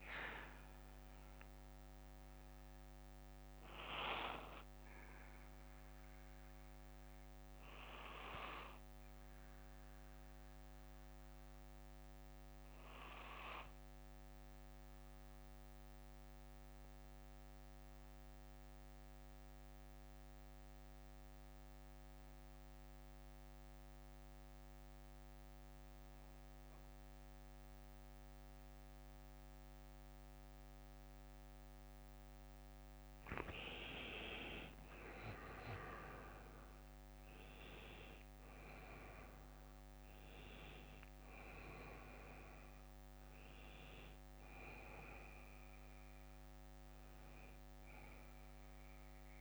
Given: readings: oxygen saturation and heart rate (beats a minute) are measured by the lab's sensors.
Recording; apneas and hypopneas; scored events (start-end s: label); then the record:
breathing in sleep by a microphone on the trachea; 1
0.00-37.50 s: bradycardia (device-marked, heart rate 47 extreme)
6.50-32.50 s: mixed apnea (oxygen 98% before, 89% lowest, heart rate 61 before, 47 extreme, up 9 after)
8.50-23.50 s: oxygen desaturation (device-marked, oxygen 95% before, 90% lowest, heart rate 60 before, 47 extreme)
34.50-39.00 s: arousal
43.50-49.41 s: bradycardia (device-marked, heart rate 58 before, 49 extreme)
From the record:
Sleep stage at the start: N2 (light sleep); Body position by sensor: on the back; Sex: male